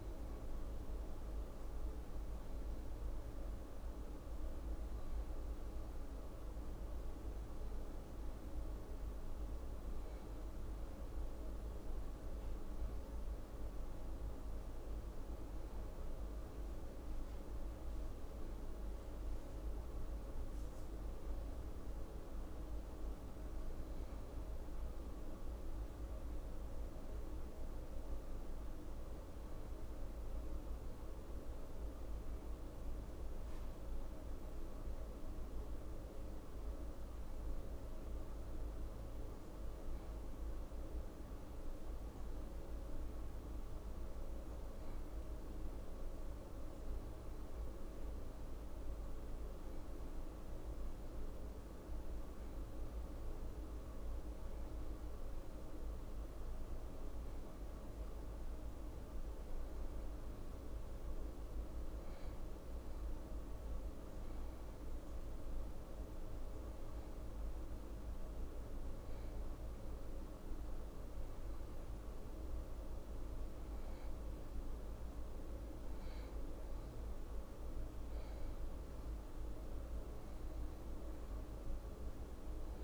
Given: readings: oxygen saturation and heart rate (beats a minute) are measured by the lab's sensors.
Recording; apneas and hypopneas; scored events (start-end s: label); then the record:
breathing in sleep, hard to hear, by a room microphone; none
none scored
From the record:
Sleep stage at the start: N1 (lightest sleep); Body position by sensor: on the back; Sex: female